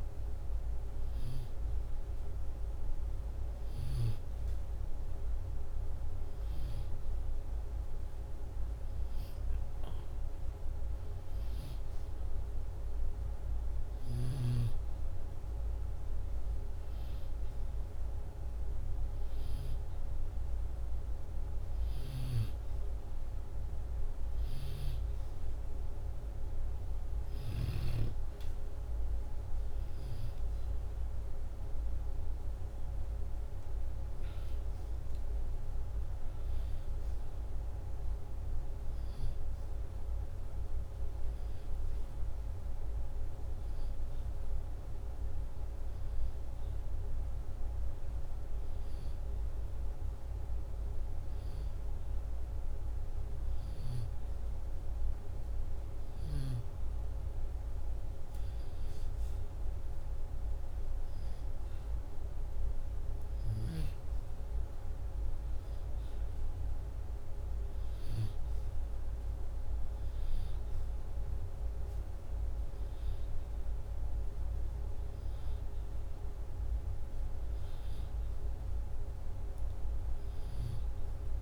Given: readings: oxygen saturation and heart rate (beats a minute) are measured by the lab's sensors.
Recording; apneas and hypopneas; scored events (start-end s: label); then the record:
breathing in sleep, hard to hear, by a room microphone; none
none scored
From the record:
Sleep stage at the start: N2 (light sleep); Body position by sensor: upright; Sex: male